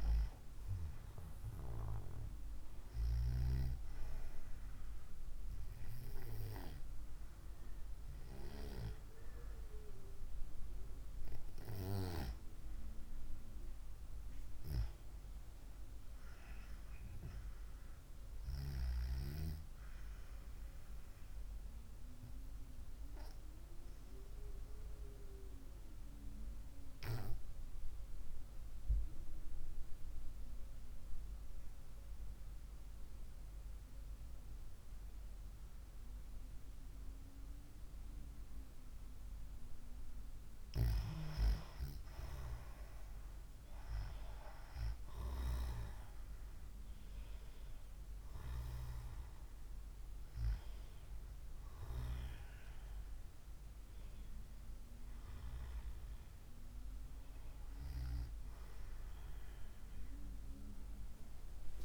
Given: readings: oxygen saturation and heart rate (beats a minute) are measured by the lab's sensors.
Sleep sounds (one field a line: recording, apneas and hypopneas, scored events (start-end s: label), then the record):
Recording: breathing in sleep by a room microphone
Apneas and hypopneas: 1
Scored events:
0.00-6.50 s: oxygen desaturation (device-marked, oxygen 93% lowest, heart rate 59 extreme)
15.50-19.50 s: arousal
25.00-41.00 s: obstructive apnea (oxygen 97% before, 92% lowest, heart rate 62 before, 55 extreme, up 7 after)
38.50-60.50 s: oxygen desaturation (device-marked, oxygen 96% before, 92% lowest, heart rate 60 before, 57 extreme)
From the record:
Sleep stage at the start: N2 (light sleep)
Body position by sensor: on the right side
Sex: female